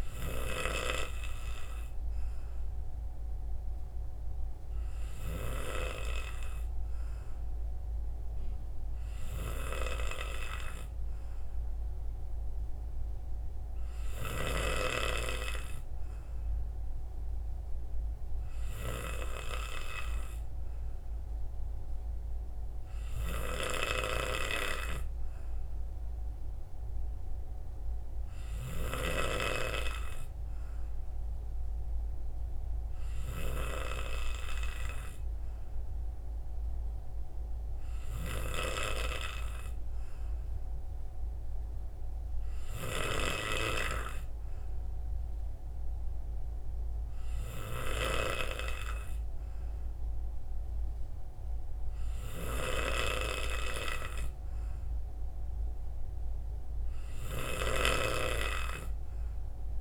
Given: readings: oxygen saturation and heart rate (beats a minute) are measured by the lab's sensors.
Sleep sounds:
breathing in sleep by a room microphone; none
none scored
From the record:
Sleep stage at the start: N3 (deep sleep); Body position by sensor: on the right side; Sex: male

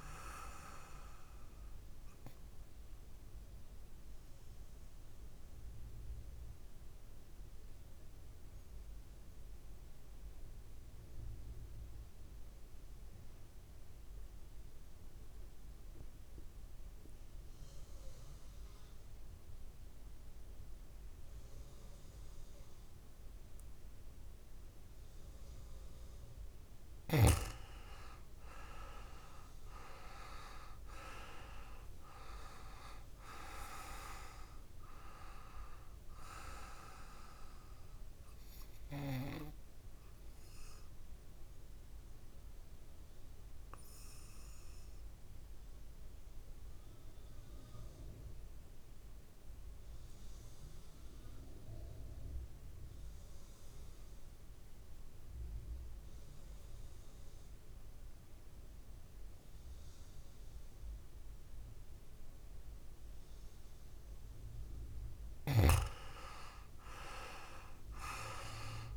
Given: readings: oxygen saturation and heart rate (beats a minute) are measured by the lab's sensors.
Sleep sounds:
breathing in sleep by a room microphone; 2
0.00-7.50 s: oxygen desaturation (device-marked, oxygen 91% lowest, heart rate 58 extreme)
3.50-25.50 s: obstructive apnea (oxygen 99% before, 91% lowest, heart rate 62 before, 55 extreme, up 4 after)
25.50-50.50 s: oxygen desaturation (device-marked, oxygen 99% before, 91% lowest, heart rate 61 before, 55 extreme)
28.50-32.50 s: arousal
40.50-64.50 s: obstructive apnea (oxygen 99% before, 89% lowest, heart rate 64 before, 56 extreme, up 3 after)
65.50-68.96 s: oxygen desaturation (device-marked, oxygen 99% before, 91% lowest, heart rate 60 before, 57 extreme)
66.00-68.96 s: arousal
From the record:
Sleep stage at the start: N2 (light sleep); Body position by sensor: on the back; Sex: male

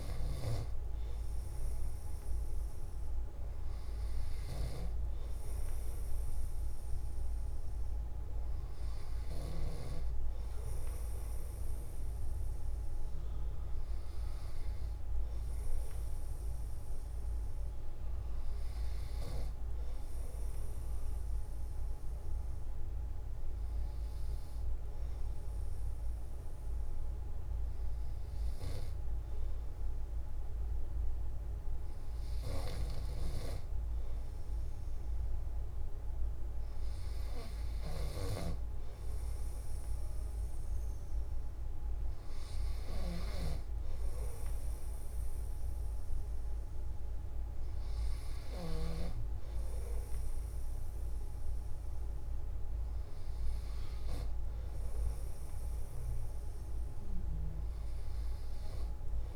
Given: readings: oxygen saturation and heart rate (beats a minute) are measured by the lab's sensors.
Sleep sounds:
breathing in sleep by a room microphone; none
28.50-59.36 s: new sleep stage, N3 (deep sleep)
From the record:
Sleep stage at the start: N2 (light sleep); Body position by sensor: on the back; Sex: male

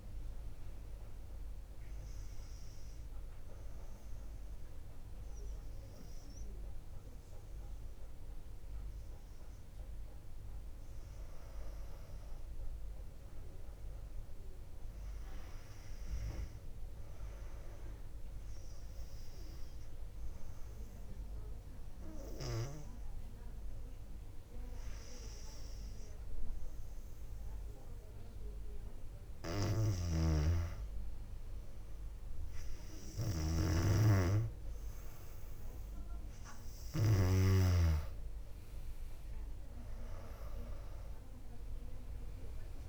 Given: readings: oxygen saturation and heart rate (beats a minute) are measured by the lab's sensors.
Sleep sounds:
breathing in sleep by a room microphone; 2
2.00-12.00 s: obstructive apnea (oxygen 99% before, 95% lowest, heart rate 61 before, 55 extreme, up 2 after)
13.50-16.00 s: arousal
19.50-29.50 s: obstructive apnea (oxygen 99% before, 95% lowest, heart rate 57 before, 57 extreme, up 2 after)
29.50-37.00 s: snoring (device-marked)
32.00-35.50 s: arousal
38.50-42.89 s: oxygen desaturation (device-marked, oxygen 98% before, 95% lowest, heart rate 58 before, 56 extreme)
From the record:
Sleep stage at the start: N2 (light sleep); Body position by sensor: on the back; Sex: female

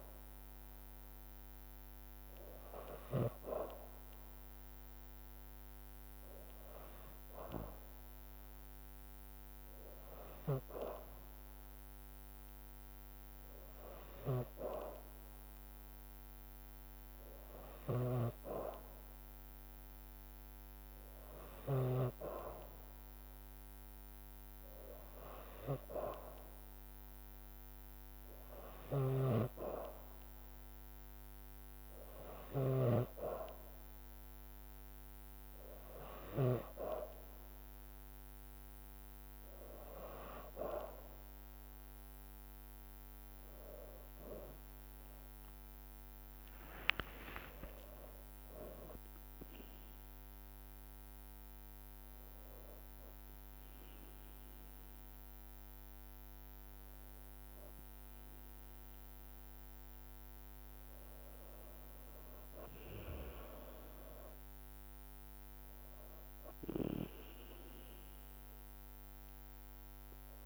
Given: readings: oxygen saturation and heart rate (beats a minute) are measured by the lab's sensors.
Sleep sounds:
breathing in sleep by a microphone on the trachea; none
0.00-10.50 s: oxygen desaturation (device-marked, oxygen 92% lowest, heart rate 57 extreme)
18.00-22.00 s: snoring (device-marked)
29.00-33.00 s: snoring (device-marked)
46.50-51.00 s: arousal
46.50-56.50 s: drop in pulse transit time (device-marked, heart rate 57 before, 58 extreme)
64.00-68.00 s: arousal
65.50-70.46 s: drop in pulse transit time (device-marked, heart rate 58 before, 55 extreme)
From the record:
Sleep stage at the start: N2 (light sleep); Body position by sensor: on the back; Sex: female

